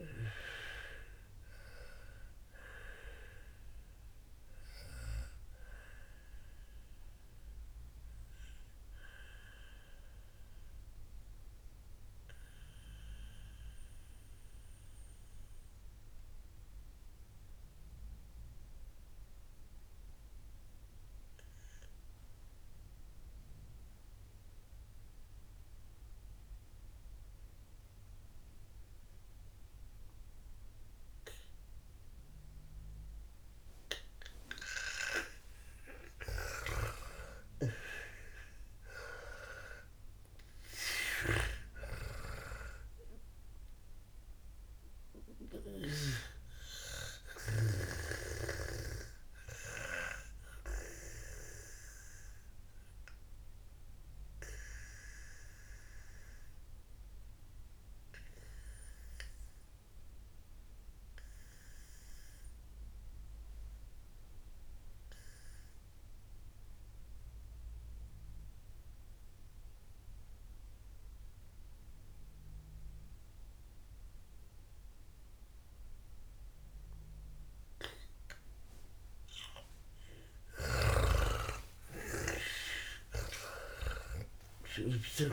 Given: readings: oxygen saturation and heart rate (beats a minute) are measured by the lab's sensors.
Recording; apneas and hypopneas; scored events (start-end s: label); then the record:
breathing in sleep by a room microphone; 2
0.00-21.00 s: oxygen desaturation (device-marked, oxygen 90% lowest, heart rate 54 extreme)
11.00-35.50 s: obstructive apnea (oxygen 98% before, 90% lowest, heart rate 75 before, 54 extreme, up 8 after)
36.00-67.00 s: oxygen desaturation (device-marked, oxygen 98% before, 90% lowest, heart rate 58 before, 54 extreme)
36.50-46.50 s: snoring (device-marked)
37.00-41.00 s: arousal
46.50-79.50 s: obstructive apnea (oxygen 99% before, 90% lowest, heart rate 63 before, 54 extreme, up 32 after)
80.00-85.33 s: oxygen desaturation (device-marked, oxygen 98% before, 90% lowest, heart rate 57 before, 54 extreme)
81.00-85.33 s: snoring (device-marked)
82.00-85.33 s: arousal
From the record:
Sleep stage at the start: N2 (light sleep); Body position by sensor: on the back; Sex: female